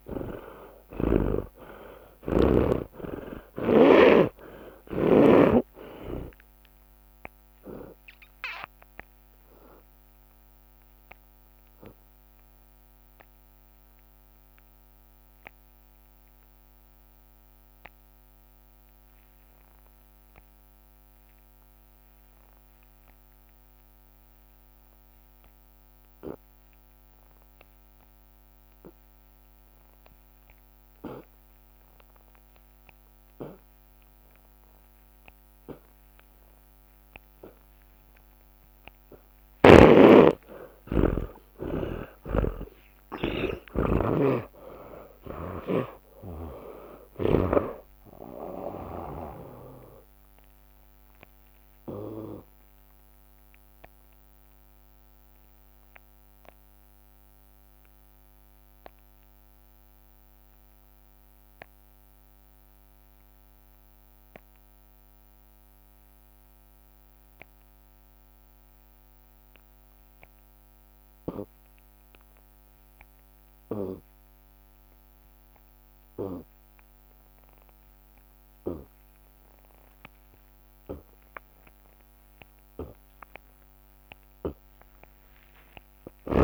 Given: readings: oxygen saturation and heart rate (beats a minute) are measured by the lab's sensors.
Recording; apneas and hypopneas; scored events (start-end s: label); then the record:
breathing in sleep by a microphone on the trachea; 2
0.00-1.50 s: snoring (device-marked)
0.00-4.50 s: arousal
3.50-18.50 s: drop in pulse transit time (device-marked, heart rate 64 before, 61 extreme)
11.00-37.00 s: hypopnea (oxygen 97% before, 68% lowest, heart rate 74 before, 57 extreme, up 44 after)
24.50-42.50 s: oxygen desaturation (device-marked, oxygen 95% before, 86% lowest, heart rate 69 before, 57 extreme)
40.00-42.00 s: long interval between heartbeats (device-marked, heart rate 60 before, 71 extreme)
41.50-54.50 s: drop in pulse transit time (device-marked, heart rate 61 before, 70 extreme)
42.00-46.00 s: snoring (device-marked)
42.00-47.50 s: arousal
48.50-63.50 s: oxygen desaturation (device-marked, oxygen 89% before, 81% lowest, heart rate 73 before, 55 extreme)
53.50-74.50 s: obstructive apnea (oxygen 94% before, 68% lowest, heart rate 78 before, 55 extreme, up 27 after)
68.50-84.50 s: oxygen desaturation (device-marked, oxygen 94% before, 68% lowest, heart rate 66 before, 59 extreme)
75.50-77.50 s: long interval between heartbeats (device-marked, heart rate 59 before, 69 extreme)
78.50-80.50 s: long interval between heartbeats (device-marked, heart rate 61 before, 80 extreme)
82.50-84.50 s: long interval between heartbeats (device-marked, heart rate 64 before, 78 extreme)
83.50-86.44 s: tachycardia (device-marked, heart rate 53 before, 131 extreme)
84.50-86.44 s: long interval between heartbeats (device-marked, heart rate 66 before, 87 extreme)
From the record:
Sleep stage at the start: N2 (light sleep); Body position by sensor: on the back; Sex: male